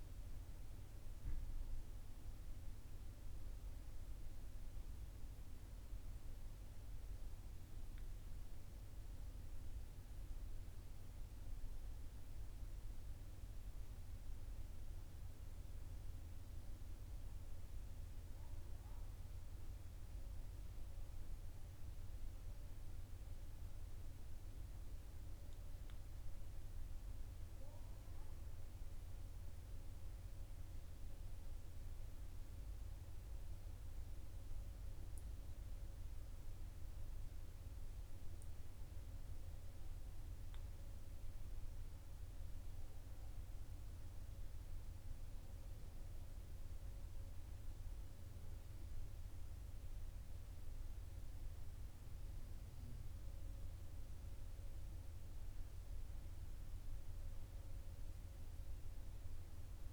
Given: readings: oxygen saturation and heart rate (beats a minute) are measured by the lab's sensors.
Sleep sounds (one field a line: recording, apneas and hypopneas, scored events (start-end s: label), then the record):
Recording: breathing in sleep, hard to hear, by a room microphone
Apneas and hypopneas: none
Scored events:
none scored
From the record:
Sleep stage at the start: N1 (lightest sleep)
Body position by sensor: on the back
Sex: male